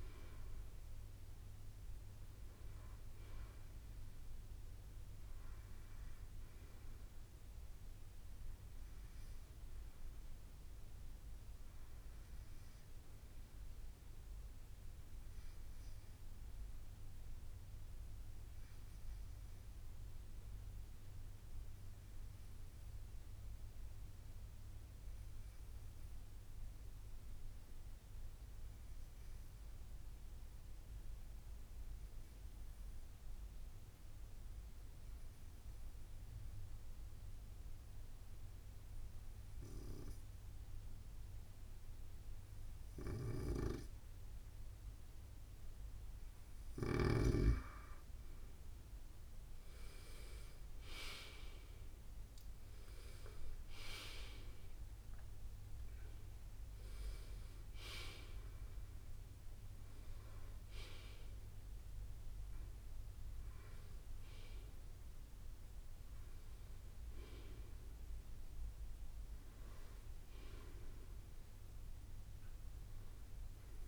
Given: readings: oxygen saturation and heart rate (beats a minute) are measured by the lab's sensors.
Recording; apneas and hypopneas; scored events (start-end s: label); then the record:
breathing in sleep by a room microphone; 1
0.00-8.50 s: drop in pulse transit time (device-marked, heart rate 64 extreme)
21.00-44.50 s: obstructive apnea (oxygen 97% before, 93% lowest, heart rate 63 before, 61 extreme, up 4 after)
35.50-52.50 s: oxygen desaturation (device-marked, oxygen 96% before, 93% lowest, heart rate 66 before, 61 extreme)
48.50-52.00 s: arousal
51.50-73.88 s: drop in pulse transit time (device-marked, heart rate 63 before, 65 extreme)
From the record:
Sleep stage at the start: N2 (light sleep); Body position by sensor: on the right side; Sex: male